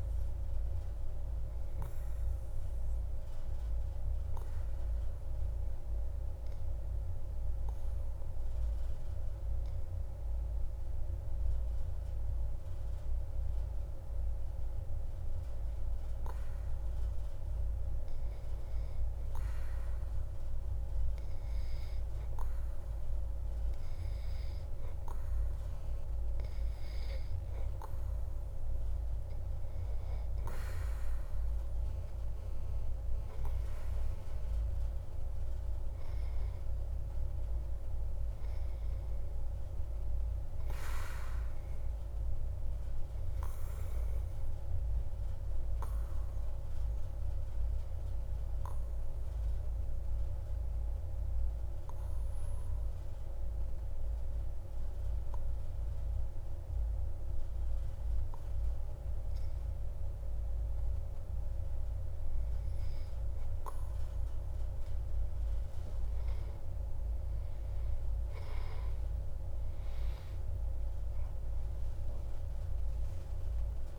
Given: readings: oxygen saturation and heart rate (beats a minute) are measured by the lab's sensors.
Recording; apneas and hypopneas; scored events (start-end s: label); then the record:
breathing in sleep, hard to hear, by a room microphone; 2
0.00-12.50 s: oxygen desaturation (device-marked, oxygen 94% lowest)
3.00-26.50 s: hypopnea (oxygen 98% before, 93% lowest)
32.00-37.00 s: arousal
46.50-62.00 s: mixed apnea (oxygen 96% before, 93% lowest)
70.50-73.99 s: arousal
From the record:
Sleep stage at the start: N2 (light sleep); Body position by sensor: on the back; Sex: male